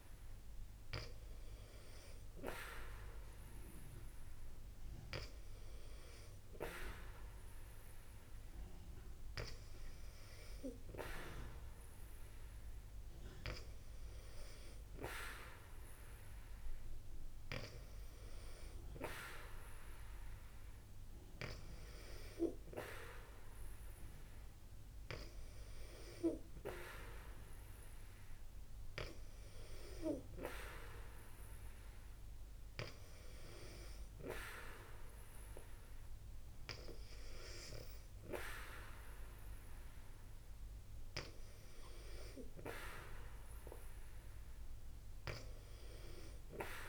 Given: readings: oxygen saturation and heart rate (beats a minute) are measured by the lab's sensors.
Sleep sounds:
breathing in sleep by a room microphone; none
none scored
From the record:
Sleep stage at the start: N2 (light sleep); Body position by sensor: on the back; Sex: female

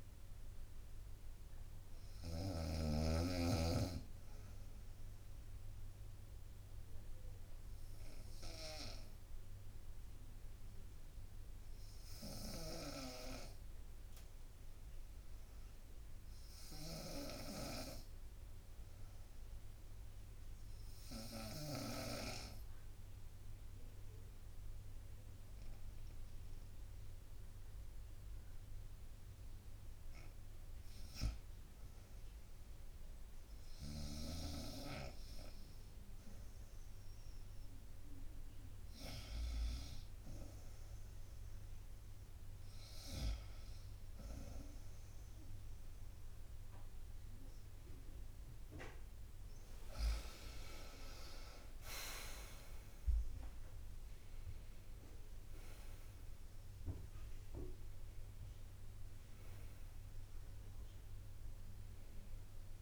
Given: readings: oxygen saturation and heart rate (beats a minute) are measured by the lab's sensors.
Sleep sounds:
breathing in sleep by a room microphone; 1
0.00-2.50 s: snoring (device-marked)
0.50-3.50 s: arousal
6.50-30.50 s: obstructive apnea (oxygen 97% before, 86% lowest, heart rate 64 before, 59 extreme, up 1 after)
12.00-21.50 s: snoring (device-marked)
26.50-37.50 s: drop in pulse transit time (device-marked, heart rate 64 before, 59 extreme)
26.50-62.82 s: oxygen desaturation (device-marked, oxygen 95% before, 86% lowest, heart rate 64 before, 59 extreme)
28.50-30.50 s: bradycardia (device-marked, heart rate 65 before, 61 extreme)
47.50-62.82 s: new sleep stage, N1 (lightest sleep)
48.50-53.50 s: tachycardia (device-marked, heart rate 65 before, 107 extreme)
49.50-54.00 s: arousal
50.50-52.50 s: long interval between heartbeats (device-marked, heart rate 63 before, 99 extreme)
50.50-62.82 s: drop in pulse transit time (device-marked, heart rate 63 before, 67 extreme)
From the record:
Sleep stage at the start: N2 (light sleep); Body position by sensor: on the right side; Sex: female

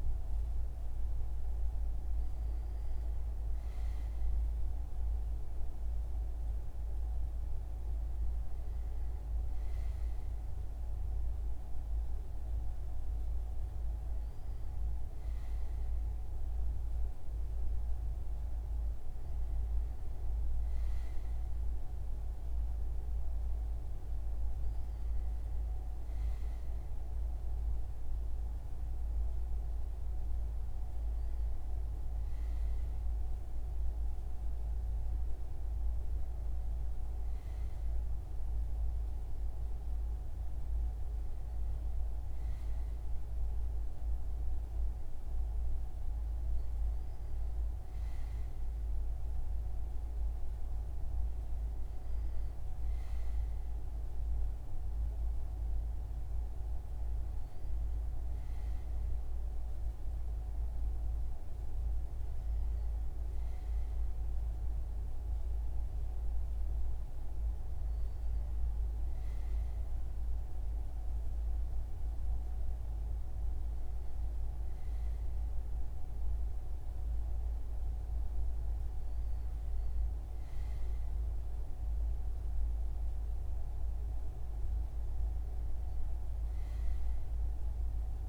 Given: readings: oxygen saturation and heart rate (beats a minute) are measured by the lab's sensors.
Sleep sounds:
breathing in sleep, hard to hear, by a room microphone; none
none scored
From the record:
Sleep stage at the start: N2 (light sleep); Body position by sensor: on the front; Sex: male

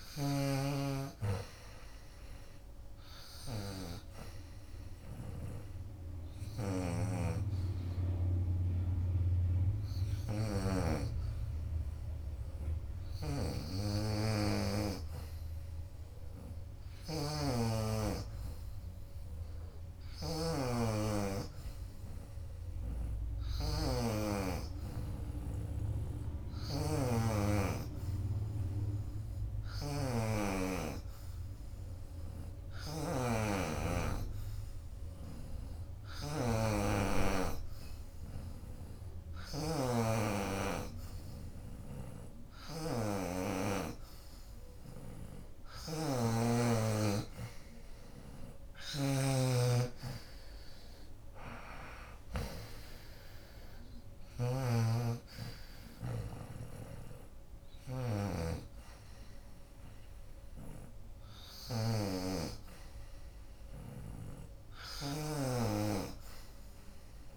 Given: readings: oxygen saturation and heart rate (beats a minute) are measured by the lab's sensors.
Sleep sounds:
breathing in sleep by a room microphone; 1
0.00-17.00 s: oxygen desaturation (device-marked, oxygen 87% lowest, heart rate 74 extreme)
9.00-46.50 s: obstructive apnea (oxygen 93% before, 83% lowest, heart rate 78 before, 74 extreme, up 9 after)
23.00-57.00 s: oxygen desaturation (device-marked, oxygen 91% before, 84% lowest, heart rate 79 before, 76 extreme)
49.50-53.50 s: arousal
From the record:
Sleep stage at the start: N2 (light sleep); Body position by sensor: on the back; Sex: female

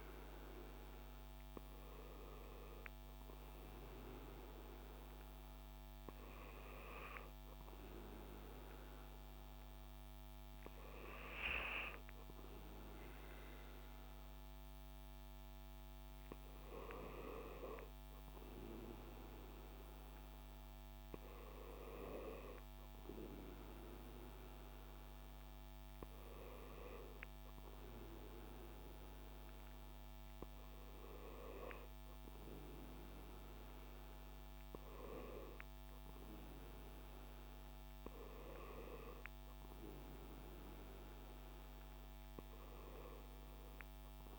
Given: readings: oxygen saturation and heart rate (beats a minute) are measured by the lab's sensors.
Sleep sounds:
breathing in sleep by a microphone on the trachea; none
none scored
From the record:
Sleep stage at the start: N2 (light sleep); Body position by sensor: on the back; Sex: male

